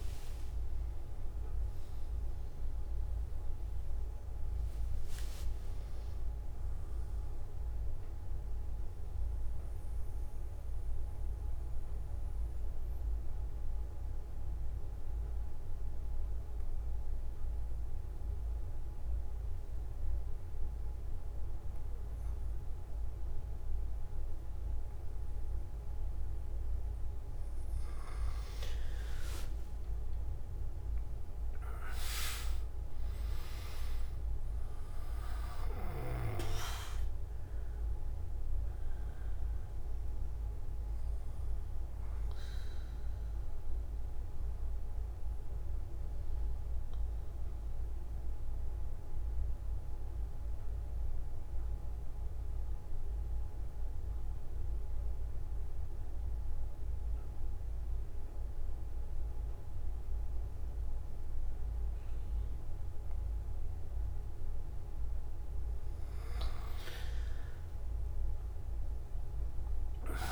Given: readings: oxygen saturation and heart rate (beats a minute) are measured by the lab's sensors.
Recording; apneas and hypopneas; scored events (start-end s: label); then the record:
breathing in sleep by a room microphone; 2
2.00-15.00 s: oxygen desaturation (device-marked, oxygen 97% before, 94% lowest)
9.50-28.00 s: mixed apnea (oxygen 99% before, 94% lowest)
37.00-55.00 s: oxygen desaturation (device-marked, oxygen 99% before, 94% lowest)
40.50-65.00 s: mixed apnea (oxygen 100% before, 94% lowest)
From the record:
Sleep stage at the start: N1 (lightest sleep); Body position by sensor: on the back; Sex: male